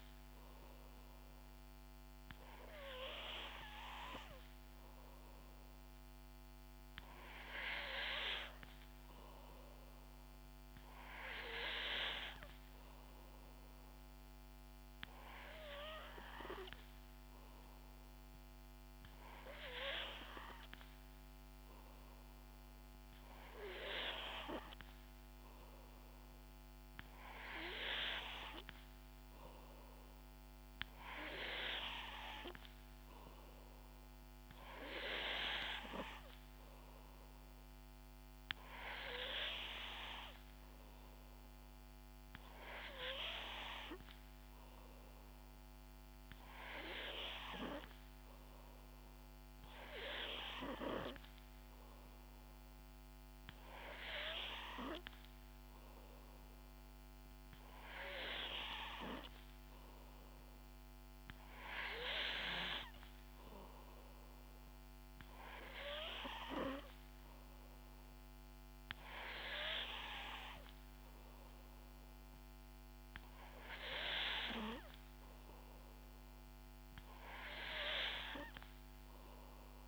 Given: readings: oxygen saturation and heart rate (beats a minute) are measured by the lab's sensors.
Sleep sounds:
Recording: breathing in sleep by a microphone on the trachea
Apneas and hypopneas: none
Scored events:
70.00-72.00 s: long interval between heartbeats (device-marked, heart rate 71 before, 72 extreme)
From the record:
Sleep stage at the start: N3 (deep sleep)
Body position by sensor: on the back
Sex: female

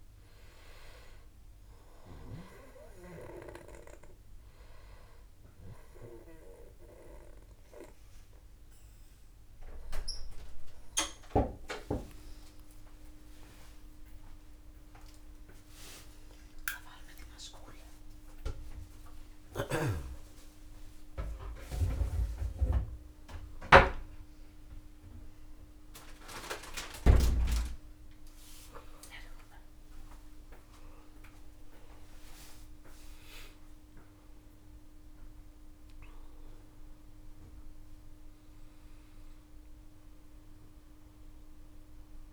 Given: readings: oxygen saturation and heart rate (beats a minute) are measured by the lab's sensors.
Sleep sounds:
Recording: a person awake in a sleep study, by a room microphone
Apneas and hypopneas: none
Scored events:
0.00-21.00 s: oxygen desaturation (device-marked, oxygen 91% lowest)
14.00-42.33 s: new sleep stage, awake
From the record:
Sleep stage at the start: N2 (light sleep)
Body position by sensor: on the back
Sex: male

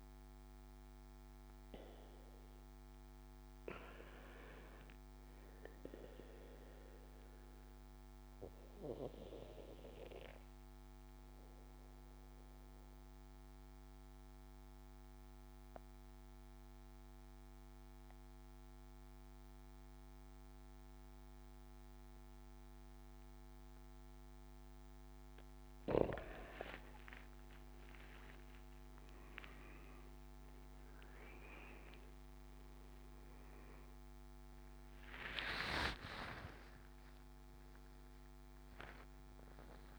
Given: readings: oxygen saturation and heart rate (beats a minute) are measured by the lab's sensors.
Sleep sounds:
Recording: breathing in sleep by a microphone on the trachea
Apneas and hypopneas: 1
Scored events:
0.00-6.00 s: oxygen desaturation (device-marked, oxygen 95% lowest, heart rate 65 extreme)
7.50-24.00 s: obstructive apnea (oxygen 99% before, 92% lowest, heart rate 70 before, 65 extreme, up 18 after)
27.00-32.50 s: arousal
29.00-39.99 s: oxygen desaturation (device-marked, oxygen 96% before, 92% lowest, heart rate 70 before, 63 extreme)
From the record:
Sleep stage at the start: N2 (light sleep)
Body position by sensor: on the back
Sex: male

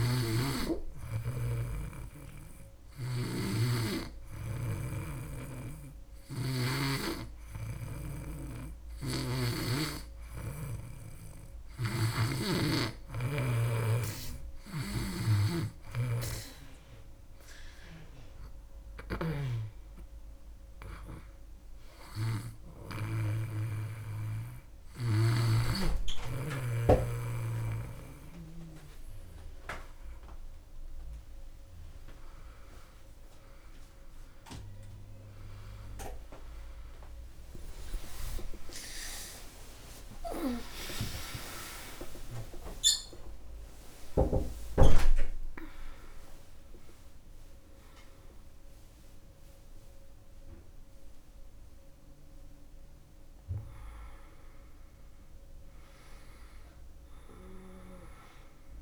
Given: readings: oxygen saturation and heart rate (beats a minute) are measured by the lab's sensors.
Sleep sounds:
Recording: breathing in sleep by a room microphone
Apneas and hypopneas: none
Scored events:
2.50-9.00 s: snoring (device-marked)
11.00-23.00 s: snoring (device-marked)
34.50-40.50 s: arousal
38.50-58.82 s: new sleep stage, N1 (lightest sleep)
From the record:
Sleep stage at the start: N2 (light sleep)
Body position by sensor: on the back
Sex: female

